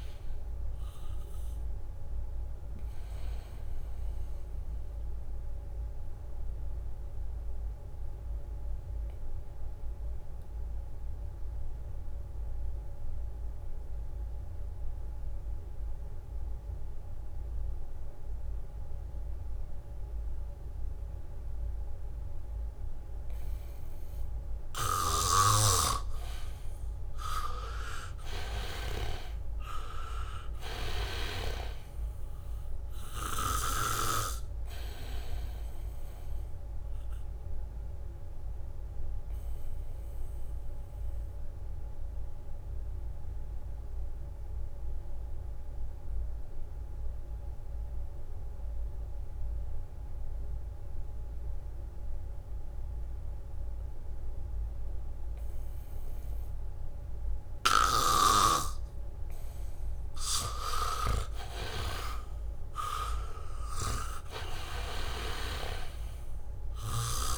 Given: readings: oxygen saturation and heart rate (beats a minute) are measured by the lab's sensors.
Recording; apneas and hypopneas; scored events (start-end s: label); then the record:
breathing in sleep by a room microphone; 2
0.00-17.00 s: oxygen desaturation (device-marked, oxygen 79% lowest, heart rate 65 extreme)
2.50-25.00 s: obstructive apnea (oxygen 99% before, 79% lowest, heart rate 70 before, 68 extreme, up 0 after)
5.00-7.50 s: leg movement (device-marked)
24.50-33.00 s: leg movement (device-marked)
25.00-34.00 s: snoring (device-marked)
26.50-30.00 s: arousal
28.00-49.00 s: oxygen desaturation (device-marked, oxygen 98% before, 82% lowest, heart rate 74 before, 66 extreme)
33.00-36.00 s: leg movement (device-marked)
36.50-58.00 s: obstructive apnea (oxygen 98% before, 78% lowest, heart rate 73 before, 66 extreme)
37.00-40.50 s: leg movement (device-marked)
54.00-67.38 s: oxygen desaturation (device-marked, oxygen 99% before, 80% lowest, heart rate 73 before, 66 extreme)
58.00-59.50 s: leg movement (device-marked)
61.00-64.50 s: arousal
From the record:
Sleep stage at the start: N2 (light sleep); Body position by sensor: on the back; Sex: male